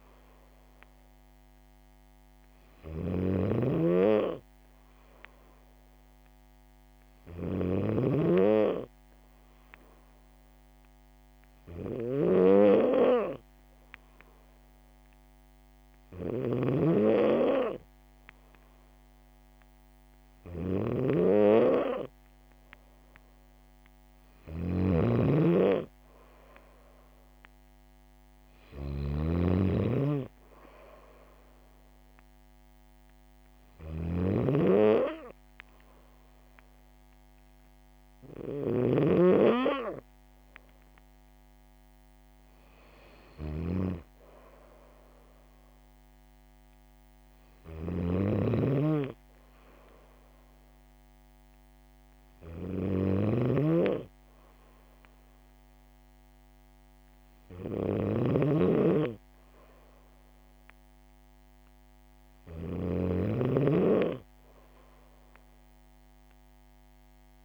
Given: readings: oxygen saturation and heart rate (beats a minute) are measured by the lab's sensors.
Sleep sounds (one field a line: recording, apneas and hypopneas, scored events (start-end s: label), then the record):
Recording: breathing in sleep by a microphone on the trachea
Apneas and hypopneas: none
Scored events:
0.00-67.45 s: snoring (device-marked)
From the record:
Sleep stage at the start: N2 (light sleep)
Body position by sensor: on the back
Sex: female